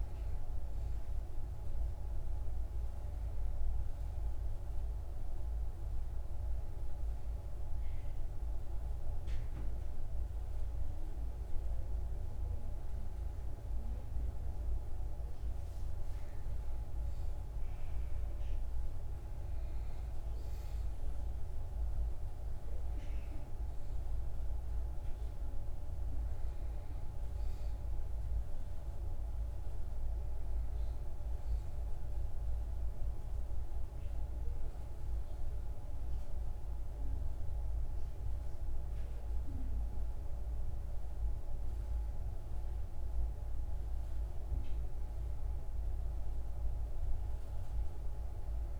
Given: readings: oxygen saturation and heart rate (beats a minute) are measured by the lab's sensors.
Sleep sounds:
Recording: breathing in sleep, hard to hear, by a room microphone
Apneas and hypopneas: none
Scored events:
none scored
From the record:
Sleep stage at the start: N1 (lightest sleep)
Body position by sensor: on the back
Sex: male

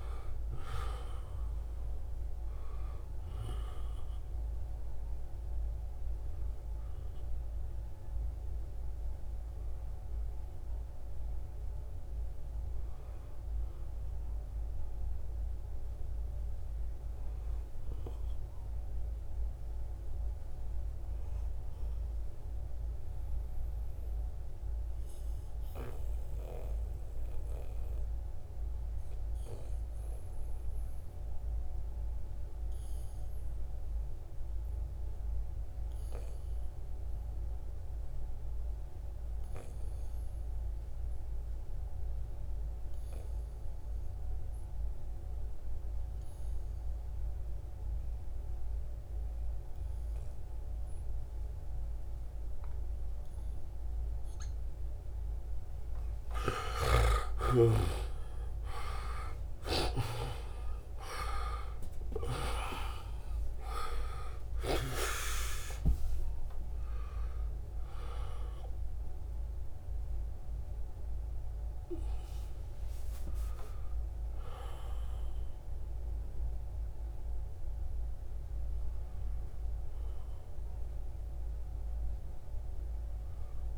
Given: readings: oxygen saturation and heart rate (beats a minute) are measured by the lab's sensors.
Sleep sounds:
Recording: breathing in sleep by a room microphone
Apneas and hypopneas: 1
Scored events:
0.00-14.50 s: oxygen desaturation (device-marked, oxygen 86% lowest, heart rate 62 extreme)
21.50-54.50 s: obstructive apnea (oxygen 97% before, 89% lowest, heart rate 79 before, 59 extreme, up 16 after)
40.50-69.50 s: oxygen desaturation (device-marked, oxygen 97% before, 89% lowest, heart rate 70 before, 59 extreme)
47.50-52.50 s: bradycardia (device-marked, heart rate 72 before, 59 extreme)
55.50-59.00 s: snoring (device-marked)
57.50-63.00 s: arousal
From the record:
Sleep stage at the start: N2 (light sleep)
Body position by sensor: on the back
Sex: male

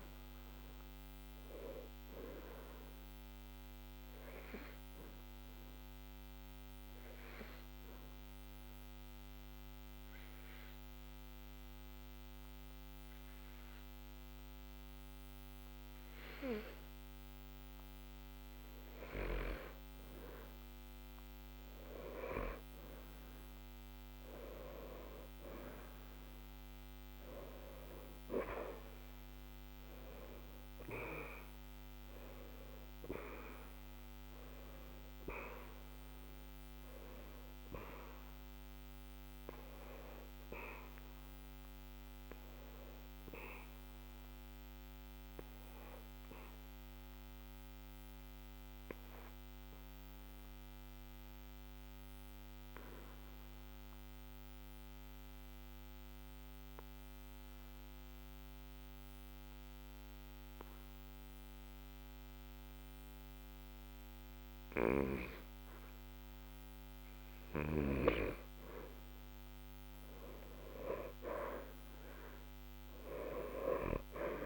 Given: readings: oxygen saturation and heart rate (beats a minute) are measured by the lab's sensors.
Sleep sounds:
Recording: breathing in sleep by a microphone on the trachea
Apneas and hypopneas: 2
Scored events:
3.00-20.00 s: obstructive apnea (oxygen 92% before, 87% lowest, heart rate 66 before, 60 extreme, up 2 after)
22.00-26.00 s: arousal
34.50-58.50 s: oxygen desaturation (device-marked, oxygen 93% before, 87% lowest, heart rate 61 before, 60 extreme)
48.00-65.50 s: central apnea (oxygen 93% before, 87% lowest, heart rate 60 before, 60 extreme, up 0 after)
68.50-72.50 s: arousal
From the record:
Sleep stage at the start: N2 (light sleep)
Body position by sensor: on the back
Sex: male

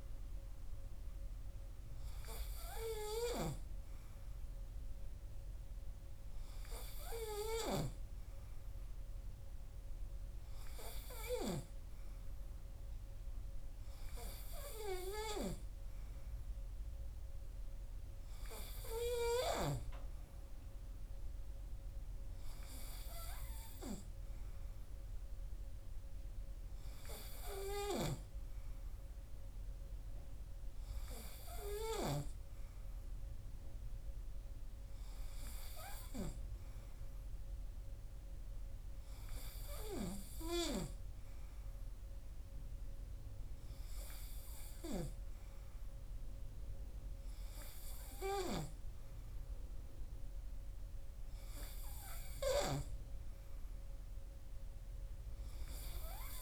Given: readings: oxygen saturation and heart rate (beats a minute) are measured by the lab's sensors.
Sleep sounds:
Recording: breathing in sleep by a room microphone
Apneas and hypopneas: none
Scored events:
none scored
From the record:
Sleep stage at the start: N3 (deep sleep)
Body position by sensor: on the right side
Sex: male

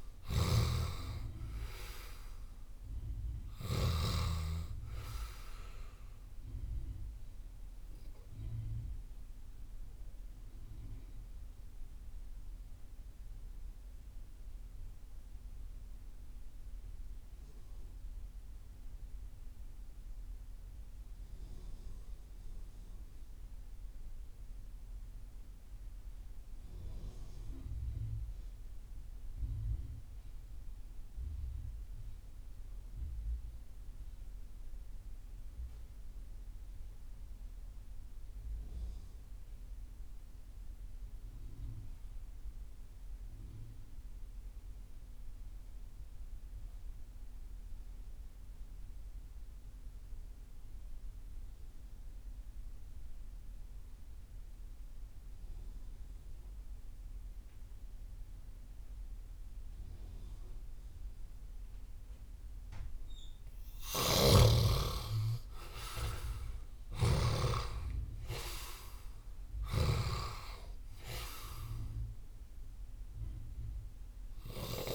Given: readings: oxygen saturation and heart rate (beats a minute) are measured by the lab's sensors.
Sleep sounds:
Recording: breathing in sleep by a room microphone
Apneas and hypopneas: 1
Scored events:
0.00-4.00 s: snoring (device-marked)
0.00-22.00 s: oxygen desaturation (device-marked, oxygen 74% lowest)
7.50-62.50 s: mixed apnea (oxygen 97% before, 68% lowest)
41.00-74.95 s: oxygen desaturation (device-marked, oxygen 97% before, 68% lowest)
63.50-67.00 s: snoring (device-marked)
64.50-67.00 s: arousal
69.00-74.95 s: snoring (device-marked)
From the record:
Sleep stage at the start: REM sleep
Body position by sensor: on the left side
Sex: male

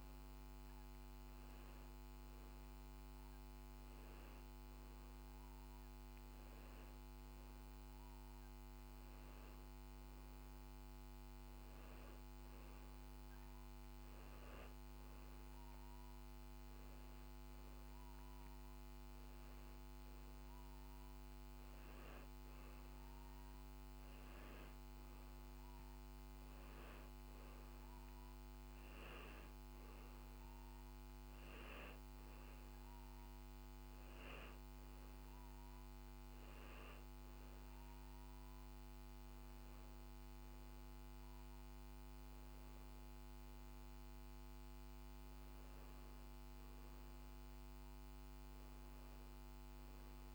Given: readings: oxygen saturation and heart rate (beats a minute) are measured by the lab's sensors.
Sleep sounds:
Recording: breathing in sleep, hard to hear, by a microphone on the trachea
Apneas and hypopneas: none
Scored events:
none scored
From the record:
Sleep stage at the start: N2 (light sleep)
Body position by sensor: on the back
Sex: male

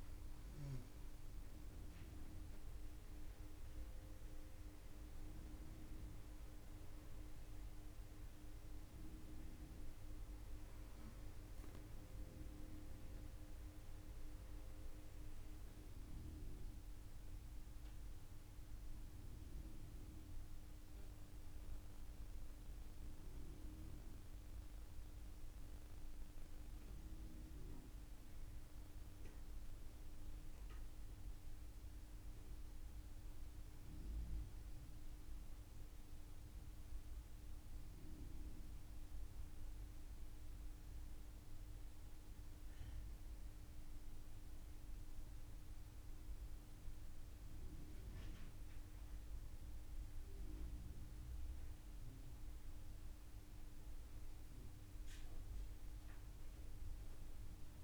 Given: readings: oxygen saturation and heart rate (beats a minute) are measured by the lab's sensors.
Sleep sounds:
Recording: breathing in sleep, hard to hear, by a room microphone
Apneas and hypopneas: none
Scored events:
none scored
From the record:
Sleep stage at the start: N2 (light sleep)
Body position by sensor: on the right side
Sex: female

